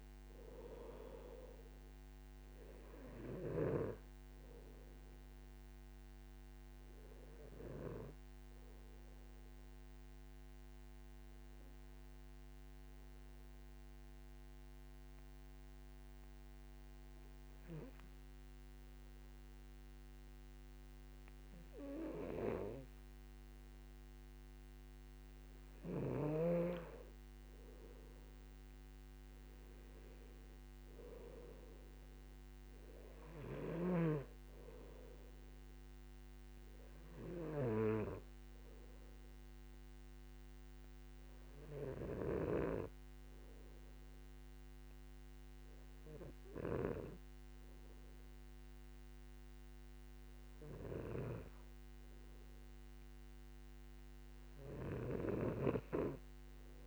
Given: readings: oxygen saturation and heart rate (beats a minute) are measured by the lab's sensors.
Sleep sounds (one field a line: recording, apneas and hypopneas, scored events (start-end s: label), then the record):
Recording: breathing in sleep by a microphone on the trachea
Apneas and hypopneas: 1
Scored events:
0.00-18.50 s: oxygen desaturation (device-marked, oxygen 92% lowest, heart rate 58 extreme)
9.50-26.00 s: obstructive apnea (oxygen 98% before, 91% lowest, heart rate 63 before, 58 extreme, up 12 after)
28.50-31.50 s: arousal
32.50-50.50 s: oxygen desaturation (device-marked, oxygen 97% before, 91% lowest, heart rate 62 before, 58 extreme)
From the record:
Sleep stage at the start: N2 (light sleep)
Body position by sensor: on the back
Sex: male